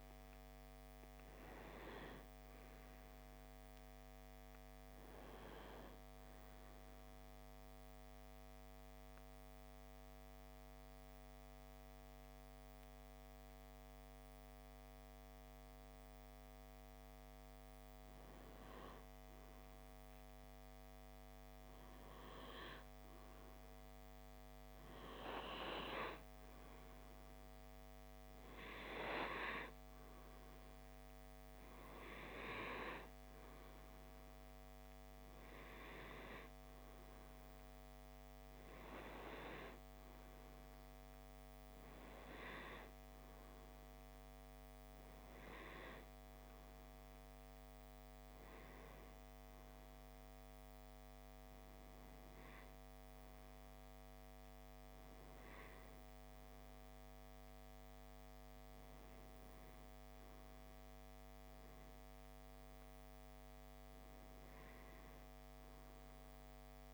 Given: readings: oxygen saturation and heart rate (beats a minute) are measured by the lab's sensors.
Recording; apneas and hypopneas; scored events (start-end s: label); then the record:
breathing in sleep by a microphone on the trachea; 1
6.00-18.50 s: obstructive apnea (oxygen 95% before, 94% lowest, heart rate 64 before, 60 extreme, up 0 after)
19.00-23.00 s: arousal
From the record:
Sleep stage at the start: N2 (light sleep); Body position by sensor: on the left side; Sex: male